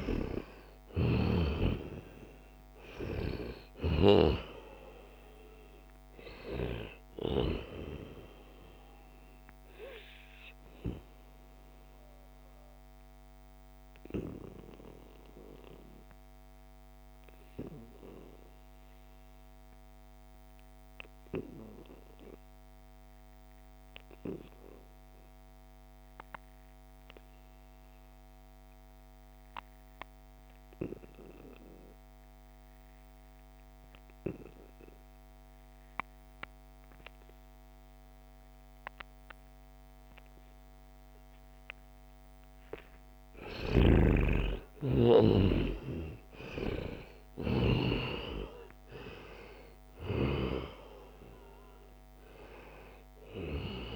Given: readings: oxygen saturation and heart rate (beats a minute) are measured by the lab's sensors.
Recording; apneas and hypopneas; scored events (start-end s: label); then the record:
breathing in sleep by a microphone on the trachea; 1
0.00-18.50 s: oxygen desaturation (device-marked, oxygen 86% lowest, heart rate 68 extreme)
10.00-43.00 s: obstructive apnea (oxygen 96% before, 86% lowest, heart rate 75 before, 70 extreme, up 19 after)
36.50-53.96 s: oxygen desaturation (device-marked, oxygen 97% before, 87% lowest, heart rate 73 before, 70 extreme)
43.00-47.50 s: snoring (device-marked)
43.50-49.50 s: arousal
From the record:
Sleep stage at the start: N2 (light sleep); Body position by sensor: on the right side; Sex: male